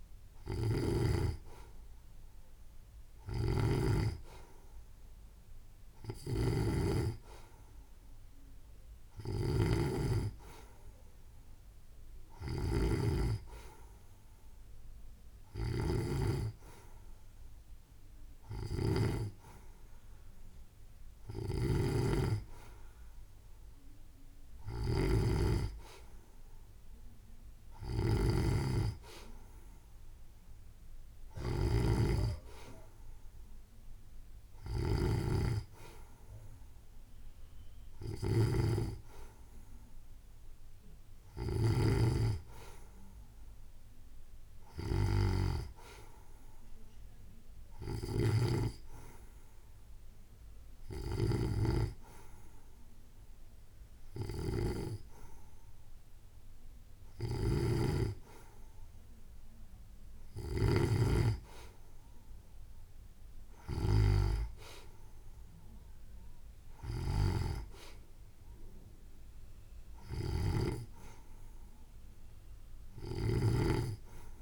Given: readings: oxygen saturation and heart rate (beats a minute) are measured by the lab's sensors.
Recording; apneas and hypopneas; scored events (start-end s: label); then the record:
breathing in sleep by a room microphone; none
none scored
From the record:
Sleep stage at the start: N2 (light sleep); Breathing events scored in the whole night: 153 in 5.4 hours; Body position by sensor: on the right side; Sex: female